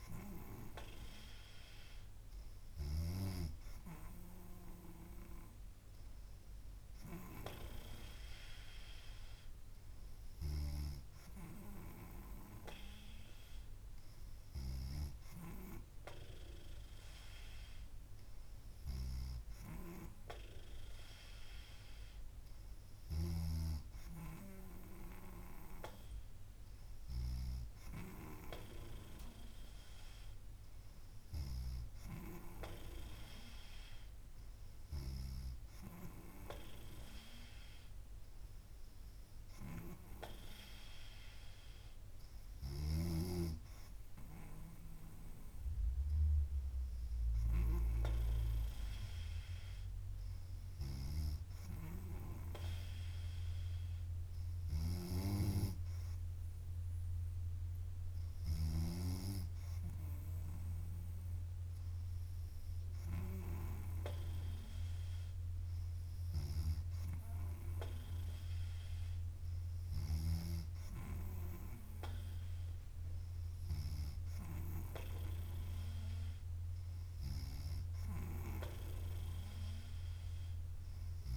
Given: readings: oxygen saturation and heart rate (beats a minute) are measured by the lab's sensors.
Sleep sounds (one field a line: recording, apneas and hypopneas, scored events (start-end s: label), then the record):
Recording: breathing in sleep by a room microphone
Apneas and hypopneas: none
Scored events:
none scored
From the record:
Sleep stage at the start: N3 (deep sleep)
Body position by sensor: on the back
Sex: female